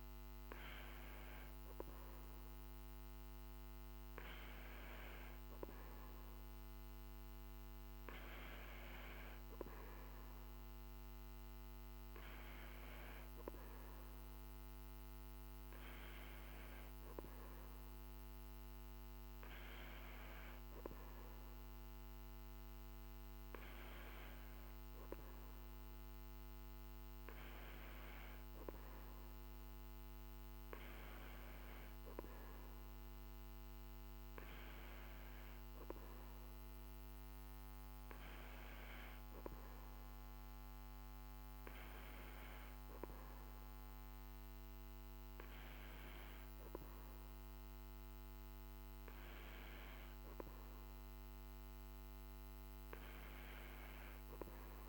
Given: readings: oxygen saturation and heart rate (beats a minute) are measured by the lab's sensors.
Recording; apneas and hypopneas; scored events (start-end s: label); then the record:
breathing in sleep by a microphone on the trachea; none
none scored
From the record:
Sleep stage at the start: N2 (light sleep); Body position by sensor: on the back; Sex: male